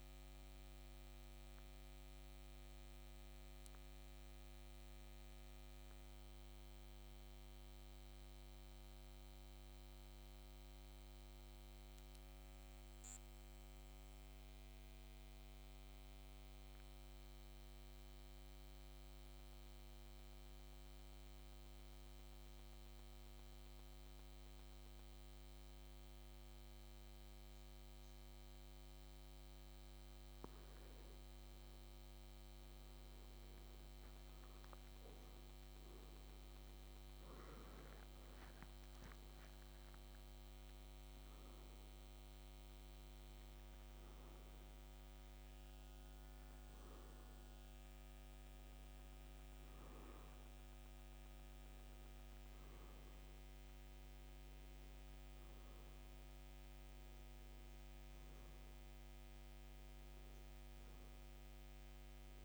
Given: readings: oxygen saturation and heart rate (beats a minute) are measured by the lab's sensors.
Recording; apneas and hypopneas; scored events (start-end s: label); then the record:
breathing in sleep, hard to hear, by a microphone on the trachea; 1
0.00-10.50 s: oxygen desaturation (device-marked, oxygen 91% lowest, heart rate 53 extreme)
3.00-29.00 s: central apnea (oxygen 97% before, 91% lowest, heart rate 58 before, 53 extreme, up 2 after)
32.50-37.50 s: arousal
42.50-62.45 s: oxygen desaturation (device-marked, oxygen 96% before, 91% lowest, heart rate 54 before, 52 extreme)
51.50-62.45 s: new sleep stage, N2 (light sleep)
From the record:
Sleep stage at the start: N1 (lightest sleep); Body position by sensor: on the back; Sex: male